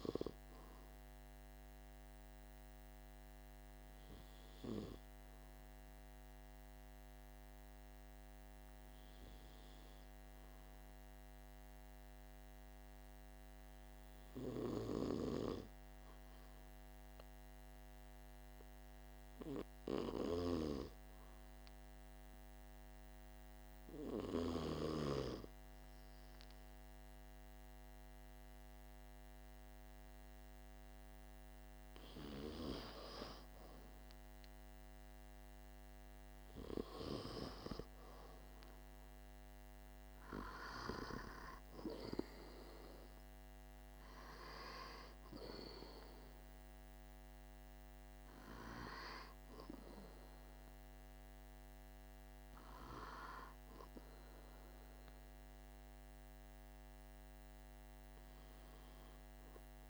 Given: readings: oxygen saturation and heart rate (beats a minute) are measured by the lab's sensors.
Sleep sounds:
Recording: breathing in sleep by a microphone on the trachea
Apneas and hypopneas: 1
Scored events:
0.50-30.00 s: hypopnea (oxygen 98% before, 94% lowest, heart rate 47 before, 45 extreme, up 1 after)
32.00-36.50 s: arousal
From the record:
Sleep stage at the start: N2 (light sleep)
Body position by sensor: on the back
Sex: male

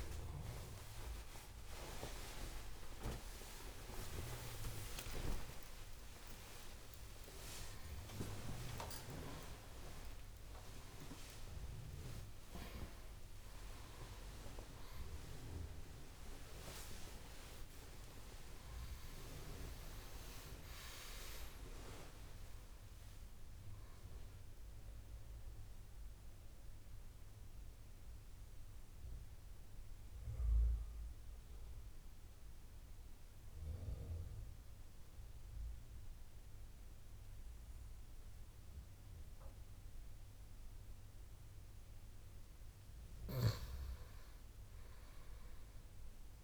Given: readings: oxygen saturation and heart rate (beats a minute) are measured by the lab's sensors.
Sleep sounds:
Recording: a person awake in a sleep study, by a room microphone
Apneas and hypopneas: 1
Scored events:
0.00-23.00 s: oxygen desaturation (device-marked, oxygen 83% lowest, heart rate 69 extreme)
24.00-46.44 s: new sleep stage, N2 (light sleep)
26.50-42.00 s: mixed apnea (oxygen 99% before, 90% lowest, heart rate 93 before, 69 extreme, up 8 after)
44.00-46.44 s: arousal
44.00-46.44 s: oxygen desaturation (device-marked, oxygen 99% before, 90% lowest, heart rate 79 before, 66 extreme)
From the record:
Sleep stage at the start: awake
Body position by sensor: on the right side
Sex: male

